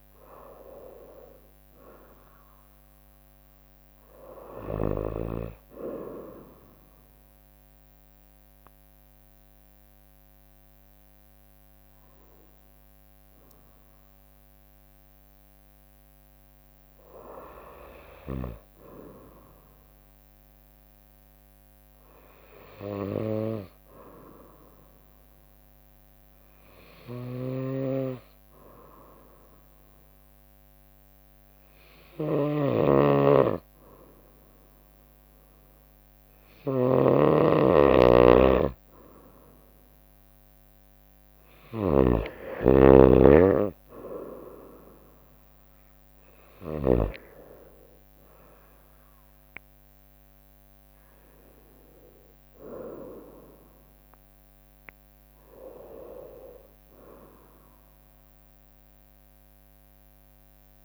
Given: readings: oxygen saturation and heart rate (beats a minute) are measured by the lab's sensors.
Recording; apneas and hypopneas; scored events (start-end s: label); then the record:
breathing in sleep by a microphone on the trachea; 1
0.00-2.00 s: arousal
0.00-7.50 s: drop in pulse transit time (device-marked, heart rate 66 extreme)
7.50-10.50 s: bradycardia (device-marked, heart rate 65 before, 61 extreme)
24.50-39.50 s: obstructive apnea (oxygen 97% before, 93% lowest, heart rate 63 before, 62 extreme, up 3 after)
27.00-47.00 s: snoring (device-marked)
40.50-56.50 s: drop in pulse transit time (device-marked, heart rate 65 before, 65 extreme)
42.50-46.00 s: arousal
From the record:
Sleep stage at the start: N2 (light sleep); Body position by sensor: on the right side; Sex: female